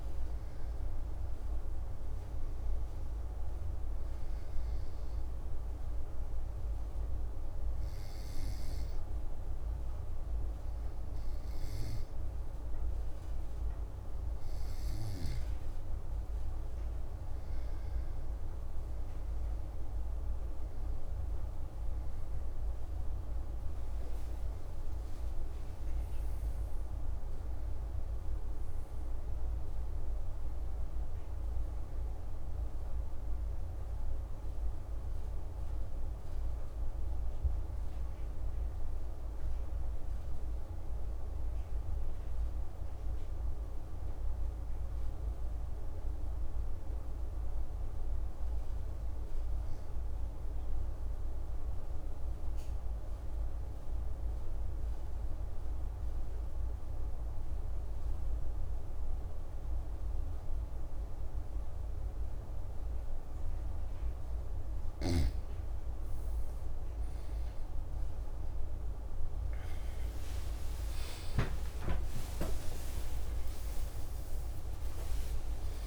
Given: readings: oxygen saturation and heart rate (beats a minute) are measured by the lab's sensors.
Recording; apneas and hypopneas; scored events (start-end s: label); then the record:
breathing in sleep, hard to hear, by a room microphone; 2
4.00-16.00 s: obstructive apnea (oxygen 96% before, 93% lowest)
22.00-26.50 s: arousal
46.00-63.50 s: obstructive apnea (oxygen 96% before, 92% lowest)
69.00-75.00 s: oxygen desaturation (device-marked, oxygen 97% before, 94% lowest)
From the record:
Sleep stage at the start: N2 (light sleep); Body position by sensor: on the back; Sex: male